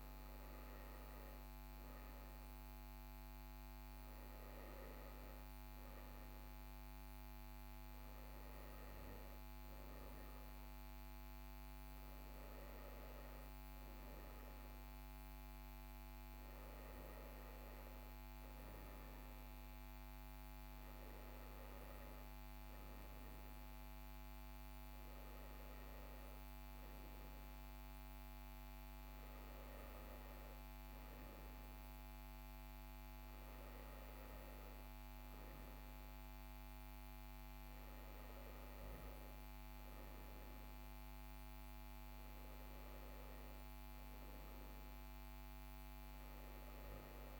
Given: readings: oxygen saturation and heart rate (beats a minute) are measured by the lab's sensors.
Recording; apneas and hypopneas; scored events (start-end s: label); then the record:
breathing in sleep, hard to hear, by a microphone on the trachea; none
none scored
From the record:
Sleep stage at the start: N1 (lightest sleep); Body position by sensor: on the right side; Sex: male